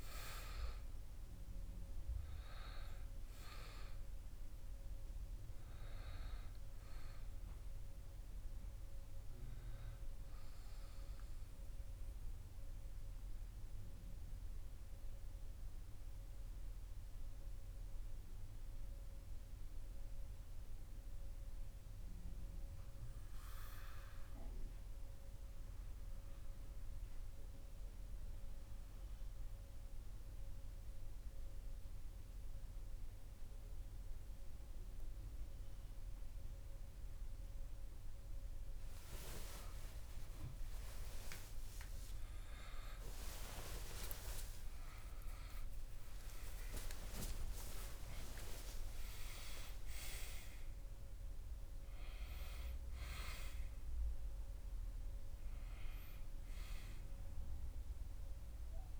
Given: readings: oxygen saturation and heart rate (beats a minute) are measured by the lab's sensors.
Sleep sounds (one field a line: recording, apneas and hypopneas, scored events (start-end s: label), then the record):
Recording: breathing in sleep by a room microphone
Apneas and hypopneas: 1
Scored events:
11.50-37.50 s: obstructive apnea (oxygen 98% before, 93% lowest)
39.00-44.00 s: arousal
41.00-59.00 s: new sleep stage, N1 (lightest sleep)
From the record:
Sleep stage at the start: N2 (light sleep)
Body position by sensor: on the back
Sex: male